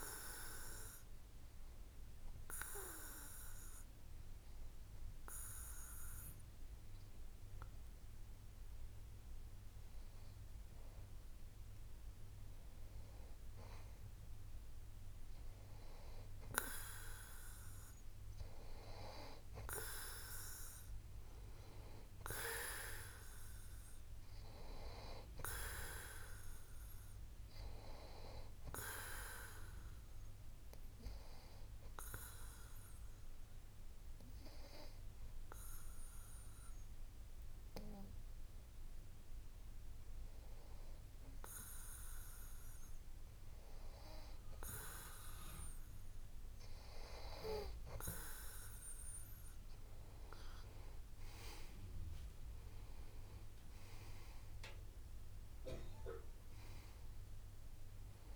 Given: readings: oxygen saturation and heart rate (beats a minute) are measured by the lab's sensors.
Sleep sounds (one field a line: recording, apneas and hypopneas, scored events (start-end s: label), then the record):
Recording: breathing in sleep by a room microphone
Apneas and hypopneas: 2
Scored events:
1.50-13.50 s: hypopnea (oxygen 94% before, 92% lowest)
16.50-19.50 s: arousal
31.50-42.00 s: obstructive apnea (oxygen 95% before, 92% lowest)
49.00-52.00 s: arousal
From the record:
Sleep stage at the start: N2 (light sleep)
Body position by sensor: on the back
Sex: male